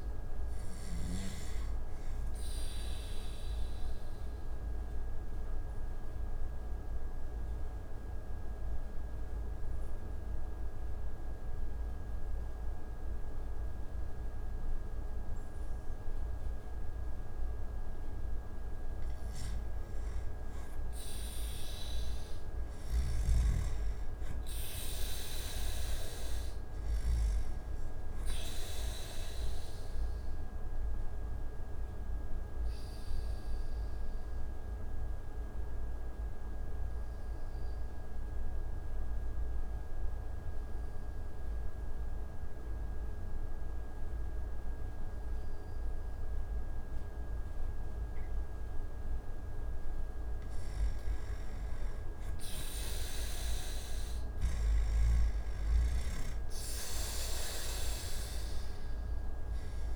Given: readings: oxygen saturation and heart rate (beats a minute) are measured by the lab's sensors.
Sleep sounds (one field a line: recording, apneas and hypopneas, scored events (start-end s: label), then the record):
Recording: breathing in sleep by a room microphone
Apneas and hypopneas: 2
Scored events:
1.00-18.50 s: obstructive apnea (oxygen 96% before, 89% lowest)
3.00-18.00 s: oxygen desaturation (device-marked, oxygen 96% before, 90% lowest)
20.50-24.50 s: arousal
29.50-49.00 s: obstructive apnea (oxygen 97% before, 89% lowest)
30.00-42.00 s: oxygen desaturation (device-marked, oxygen 97% before, 92% lowest)
44.00-50.00 s: oxygen desaturation (device-marked, oxygen 94% before, 90% lowest)
51.50-54.50 s: arousal
56.00-59.96 s: oxygen desaturation (device-marked, oxygen 97% before, 89% lowest)
From the record:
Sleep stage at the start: N2 (light sleep)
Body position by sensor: on the back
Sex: male